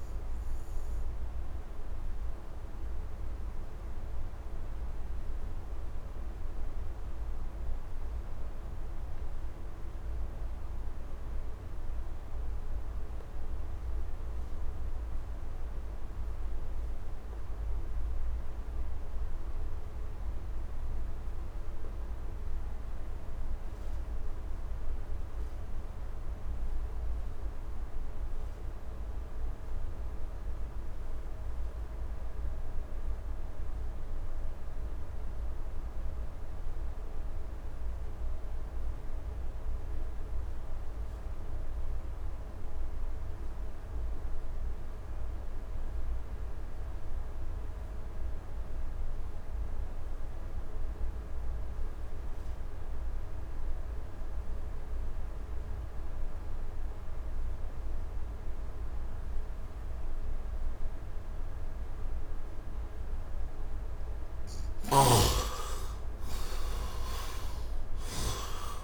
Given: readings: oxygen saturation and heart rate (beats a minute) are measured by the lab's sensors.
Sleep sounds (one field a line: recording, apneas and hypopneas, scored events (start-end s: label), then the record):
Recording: breathing in sleep, hard to hear, by a room microphone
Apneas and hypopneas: 1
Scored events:
0.00-15.00 s: oxygen desaturation (device-marked, oxygen 54% lowest, heart rate 72 extreme)
5.00-63.00 s: obstructive apnea (oxygen 100% before, 41% lowest, heart rate 84 before, 71 extreme, up 28 after)
23.00-68.84 s: oxygen desaturation (device-marked, oxygen 100% before, 41% lowest, heart rate 78 before, 71 extreme)
64.00-68.84 s: arousal
64.00-68.84 s: snoring (device-marked)
From the record:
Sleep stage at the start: REM sleep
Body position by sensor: on the right side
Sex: male